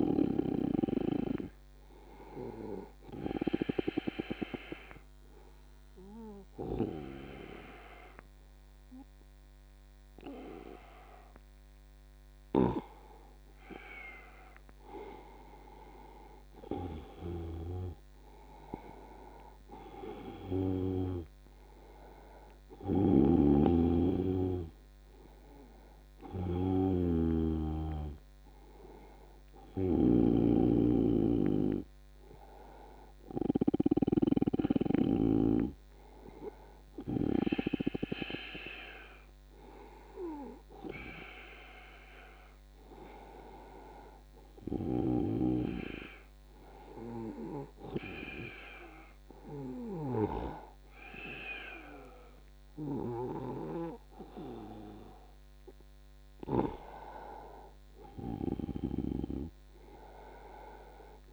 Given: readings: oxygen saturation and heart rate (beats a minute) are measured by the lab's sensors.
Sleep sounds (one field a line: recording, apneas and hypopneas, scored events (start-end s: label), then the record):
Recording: breathing in sleep by a microphone on the trachea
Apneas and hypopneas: 2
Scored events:
3.50-14.50 s: obstructive apnea (oxygen 96% before, 92% lowest, heart rate 87 before, 76 extreme, up 19 after)
17.50-21.00 s: arousal
22.50-34.50 s: oxygen desaturation (device-marked, oxygen 97% before, 92% lowest, heart rate 87 before, 79 extreme)
23.00-34.50 s: snoring (device-marked)
38.00-55.50 s: hypopnea (oxygen 97% before, 93% lowest, heart rate 87 before, 75 extreme, up 3 after)
57.00-61.00 s: arousal
From the record:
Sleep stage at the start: N2 (light sleep)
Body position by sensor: on the back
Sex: male